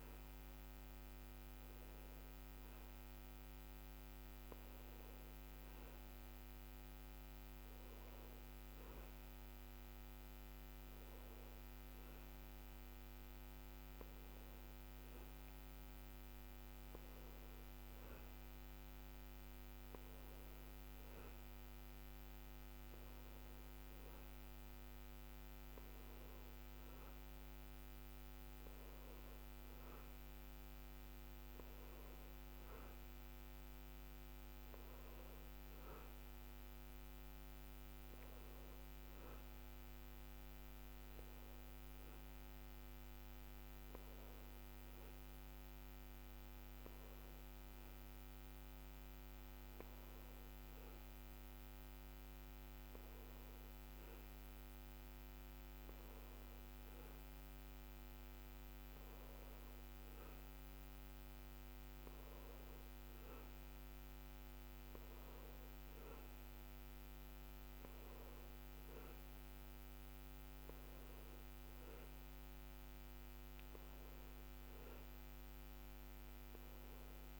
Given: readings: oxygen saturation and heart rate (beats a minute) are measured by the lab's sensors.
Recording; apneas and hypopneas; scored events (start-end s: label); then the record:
breathing in sleep, hard to hear, by a microphone on the trachea; none
none scored
From the record:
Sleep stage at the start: N2 (light sleep); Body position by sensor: on the back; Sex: male